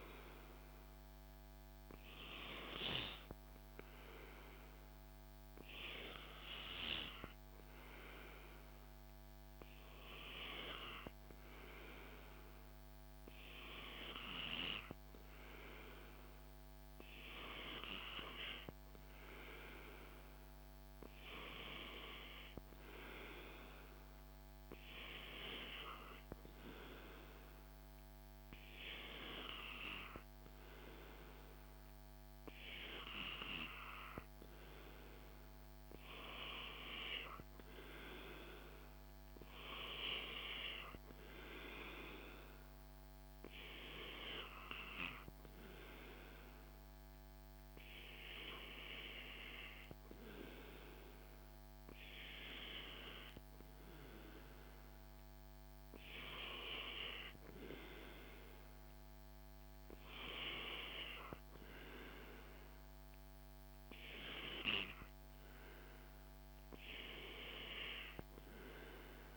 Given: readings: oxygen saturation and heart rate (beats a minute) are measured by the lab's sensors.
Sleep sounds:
breathing in sleep by a microphone on the trachea; none
none scored
From the record:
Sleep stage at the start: N2 (light sleep); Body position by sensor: on the back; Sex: male

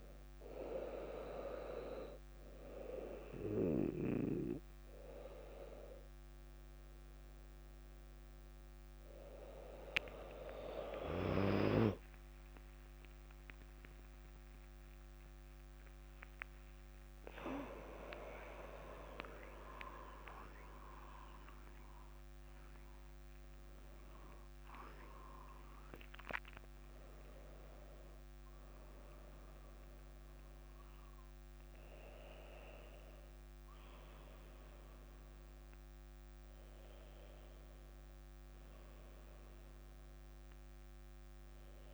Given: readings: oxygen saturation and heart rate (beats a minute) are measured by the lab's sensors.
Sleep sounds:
a person awake in a sleep study, by a microphone on the trachea; none
13.50-24.50 s: drop in pulse transit time (device-marked, heart rate 60 before, 64 extreme)
14.50-41.94 s: new sleep stage, awake
From the record:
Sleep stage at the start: N1 (lightest sleep); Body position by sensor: on the back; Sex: female

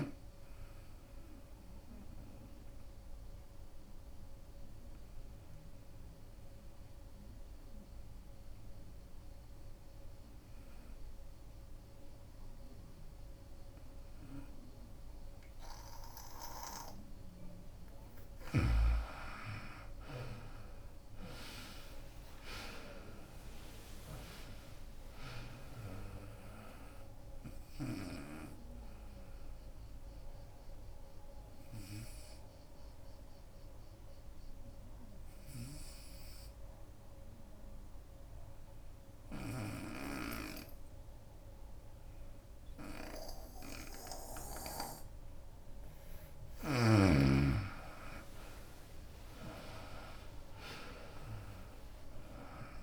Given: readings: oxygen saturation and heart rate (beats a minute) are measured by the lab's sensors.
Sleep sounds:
breathing in sleep by a room microphone; 2
0.00-3.00 s: drop in pulse transit time (device-marked, heart rate 66 extreme)
0.00-15.00 s: oxygen desaturation (device-marked, oxygen 86% lowest, heart rate 63 extreme)
2.00-17.00 s: obstructive apnea (oxygen 96% before, 84% lowest, heart rate 75 before, 63 extreme, up 21 after)
19.00-23.00 s: arousal
20.00-31.00 s: drop in pulse transit time (device-marked, heart rate 68 before, 71 extreme)
25.00-43.00 s: oxygen desaturation (device-marked, oxygen 96% before, 84% lowest, heart rate 70 before, 63 extreme)
30.00-46.00 s: obstructive apnea (oxygen 96% before, 84% lowest, heart rate 75 before, 64 extreme, up 20 after)
47.00-52.83 s: drop in pulse transit time (device-marked, heart rate 71 before, 72 extreme)
48.00-52.83 s: oxygen desaturation (device-marked, oxygen 96% before, 86% lowest, heart rate 70 before, 64 extreme)
48.50-52.83 s: arousal
From the record:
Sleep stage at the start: N2 (light sleep); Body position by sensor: on the right side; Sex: female

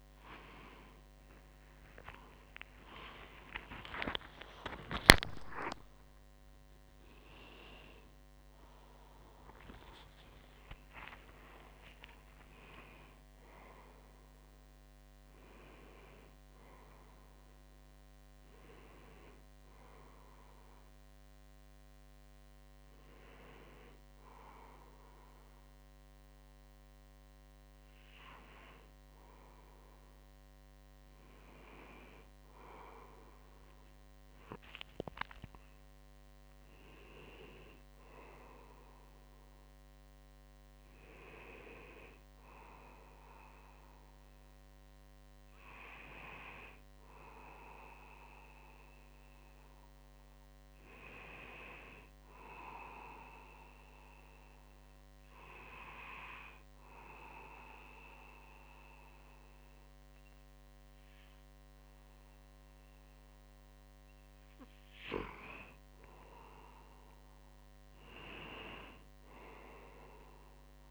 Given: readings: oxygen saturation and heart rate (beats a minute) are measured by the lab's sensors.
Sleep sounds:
a person partly awake in a sleep study, by a microphone on the trachea; 1
29.50-70.90 s: new sleep stage, N1 (lightest sleep)
55.00-65.00 s: obstructive apnea (oxygen 97% before, 95% lowest, heart rate 65 before, 60 extreme, up 8 after)
68.50-70.90 s: arousal
From the record:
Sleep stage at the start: awake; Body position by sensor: on the right side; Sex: male

